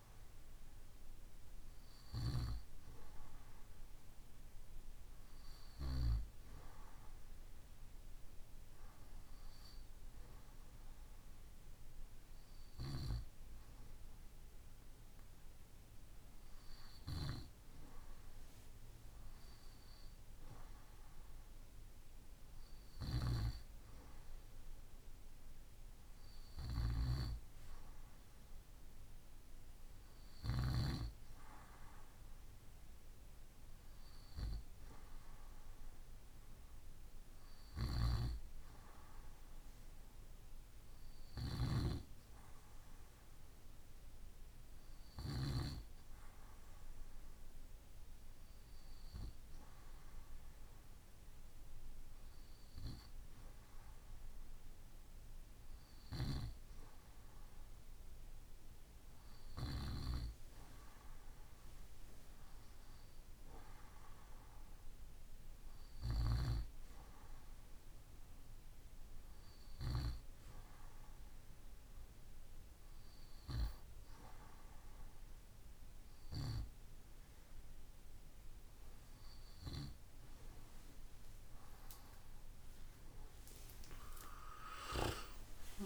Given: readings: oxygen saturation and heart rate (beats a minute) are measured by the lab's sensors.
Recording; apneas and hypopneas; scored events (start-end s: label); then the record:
breathing in sleep by a room microphone; none
68.50-85.86 s: new sleep stage, awake
From the record:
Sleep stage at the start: REM sleep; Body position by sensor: on the right side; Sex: male